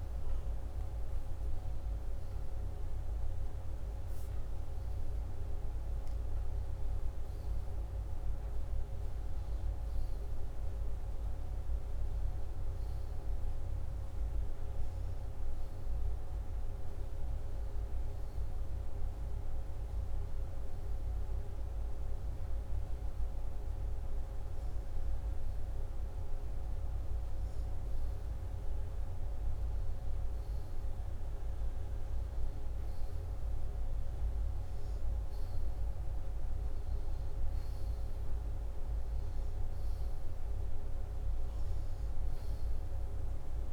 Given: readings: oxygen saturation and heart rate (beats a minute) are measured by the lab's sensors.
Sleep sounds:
breathing in sleep, hard to hear, by a room microphone; none
none scored
From the record:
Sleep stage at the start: N2 (light sleep); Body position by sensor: upright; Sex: male

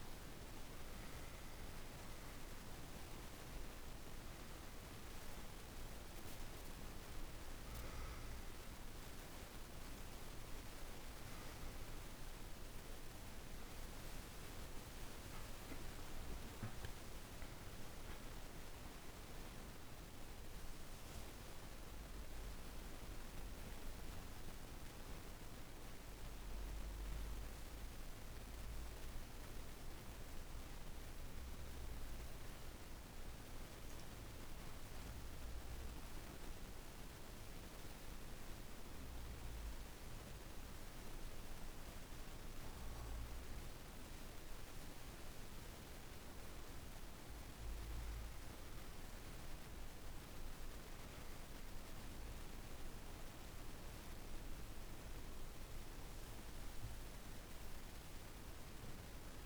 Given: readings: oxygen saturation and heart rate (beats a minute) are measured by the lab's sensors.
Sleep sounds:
breathing in sleep, hard to hear, by a room microphone; 1
0.00-20.00 s: oxygen desaturation (device-marked, oxygen 90% lowest, heart rate 28 extreme)
19.00-22.50 s: arousal
25.50-41.50 s: obstructive apnea (oxygen 98% before, 89% lowest)
43.50-47.50 s: arousal
44.00-59.46 s: oxygen desaturation (device-marked, oxygen 99% before, 89% lowest)
From the record:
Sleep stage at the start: N2 (light sleep); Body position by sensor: on the back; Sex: female

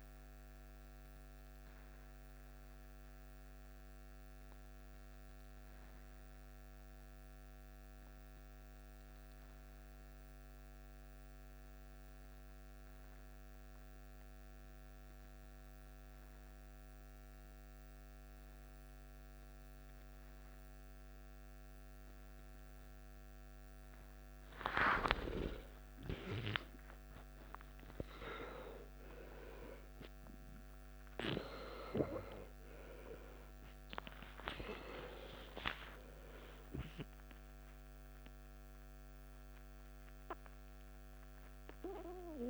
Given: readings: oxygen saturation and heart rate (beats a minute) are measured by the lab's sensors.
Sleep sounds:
breathing in sleep by a microphone on the trachea; 1
0.00-5.50 s: oxygen desaturation (device-marked, oxygen 86% lowest, heart rate 57 extreme)
2.00-24.50 s: hypopnea (oxygen 92% before, 88% lowest, heart rate 72 before, 57 extreme, up 13 after)
19.50-42.50 s: oxygen desaturation (device-marked, oxygen 99% before, 88% lowest, heart rate 59 before, 52 extreme)
26.00-30.00 s: arousal
From the record:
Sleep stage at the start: N2 (light sleep); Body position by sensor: on the left side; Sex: male

